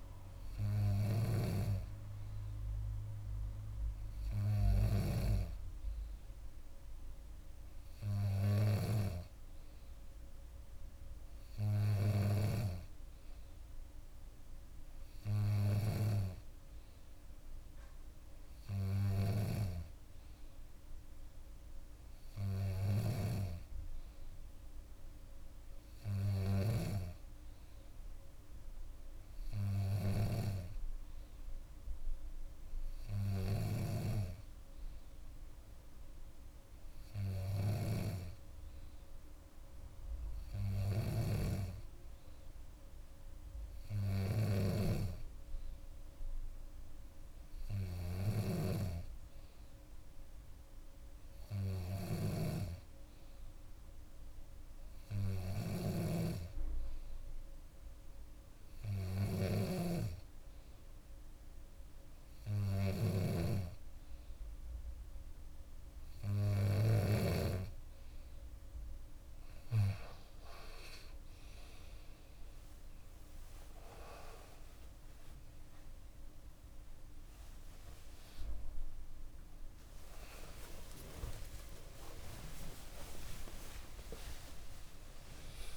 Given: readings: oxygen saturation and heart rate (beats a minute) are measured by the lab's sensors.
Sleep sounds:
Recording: breathing in sleep by a room microphone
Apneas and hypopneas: none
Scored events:
1.00-5.00 s: snoring (device-marked)
40.50-67.00 s: snoring (device-marked)
78.00-84.00 s: arousal
80.00-82.00 s: long interval between heartbeats (device-marked, heart rate 67 before, 100 extreme)
82.00-84.00 s: long interval between heartbeats (device-marked, heart rate 72 before, 139 extreme)
From the record:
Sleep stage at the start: N2 (light sleep)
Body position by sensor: on the back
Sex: female

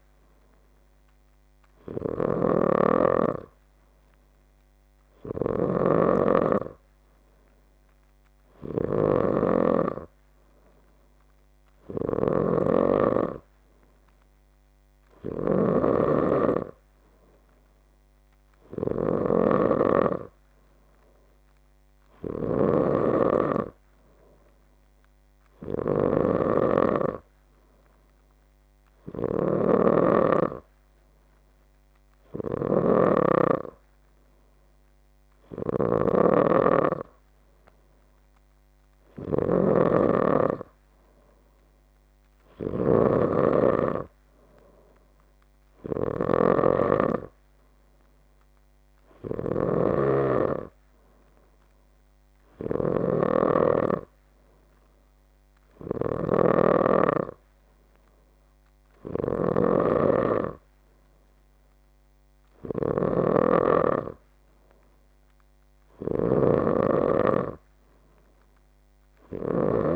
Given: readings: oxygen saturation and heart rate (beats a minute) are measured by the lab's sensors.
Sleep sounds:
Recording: breathing in sleep by a microphone on the trachea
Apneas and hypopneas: none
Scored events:
none scored
From the record:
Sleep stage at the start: N3 (deep sleep)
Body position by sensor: on the left side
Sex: male

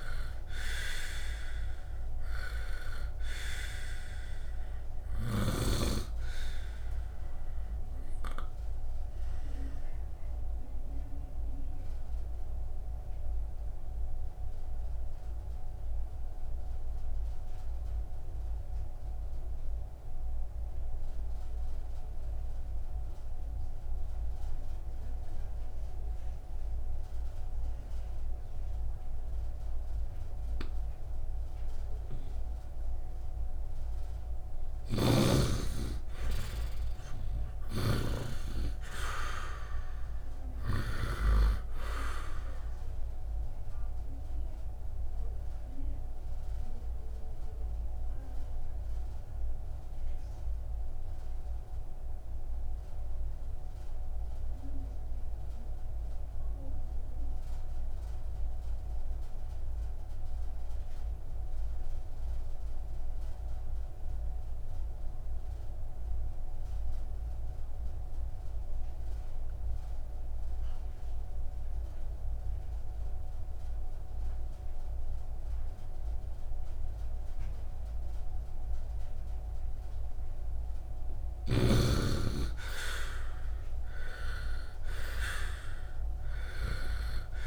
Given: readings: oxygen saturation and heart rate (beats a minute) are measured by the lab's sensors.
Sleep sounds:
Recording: breathing in sleep by a room microphone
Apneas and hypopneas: 2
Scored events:
0.00-28.50 s: oxygen desaturation (device-marked, oxygen 80% lowest, heart rate 59 extreme)
7.50-34.50 s: obstructive apnea (oxygen 99% before, 80% lowest, heart rate 60 before, 59 extreme, up 1 after)
34.50-41.00 s: snoring (device-marked)
36.00-41.00 s: arousal
40.50-65.50 s: oxygen desaturation (device-marked, oxygen 98% before, 80% lowest, heart rate 63 before, 48 extreme)
44.50-80.00 s: obstructive apnea (oxygen 98% before, 78% lowest, heart rate 62 before, 48 extreme, up 10 after)
71.50-87.47 s: oxygen desaturation (device-marked, oxygen 98% before, 78% lowest, heart rate 64 before, 48 extreme)
81.50-85.50 s: arousal
From the record:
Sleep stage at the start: N2 (light sleep)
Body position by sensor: on the right side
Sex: male

